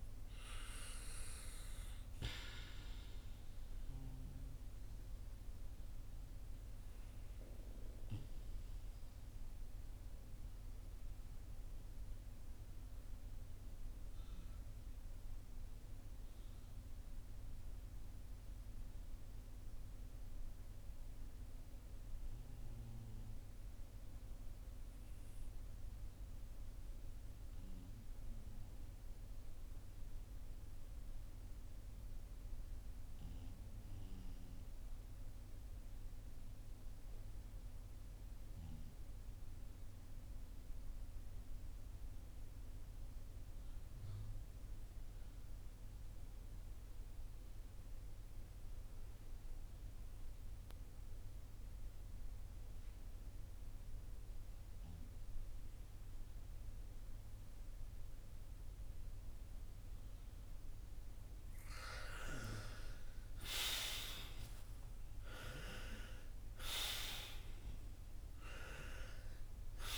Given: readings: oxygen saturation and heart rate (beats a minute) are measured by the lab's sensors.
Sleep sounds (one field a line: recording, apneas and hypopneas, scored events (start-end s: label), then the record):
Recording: breathing in sleep by a room microphone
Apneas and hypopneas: 1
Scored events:
0.00-29.00 s: oxygen desaturation (device-marked, oxygen 80% lowest, heart rate 47 extreme)
4.50-61.00 s: obstructive apnea (oxygen 97% before, 76% lowest, heart rate 58 before, 47 extreme, up 11 after)
44.00-69.98 s: oxygen desaturation (device-marked, oxygen 97% before, 76% lowest, heart rate 55 before, 47 extreme)
63.00-66.50 s: arousal
From the record:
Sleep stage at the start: N2 (light sleep)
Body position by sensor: on the back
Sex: male